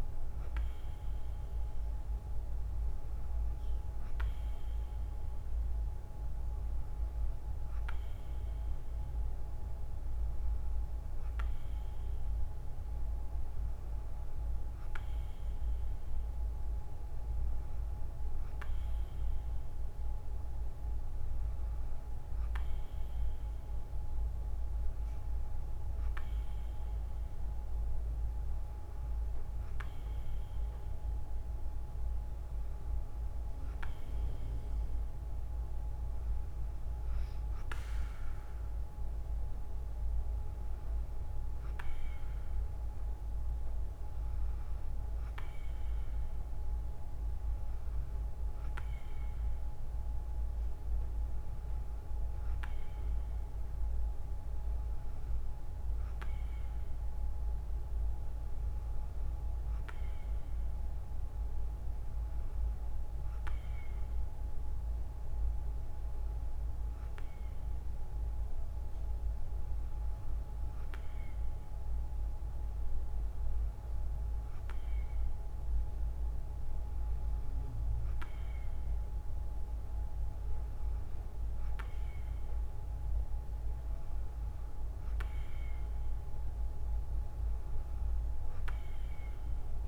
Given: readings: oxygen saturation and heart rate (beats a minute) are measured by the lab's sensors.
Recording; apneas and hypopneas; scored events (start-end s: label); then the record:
breathing in sleep, hard to hear, by a room microphone; none
none scored
From the record:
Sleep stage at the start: N2 (light sleep); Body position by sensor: on the right side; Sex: female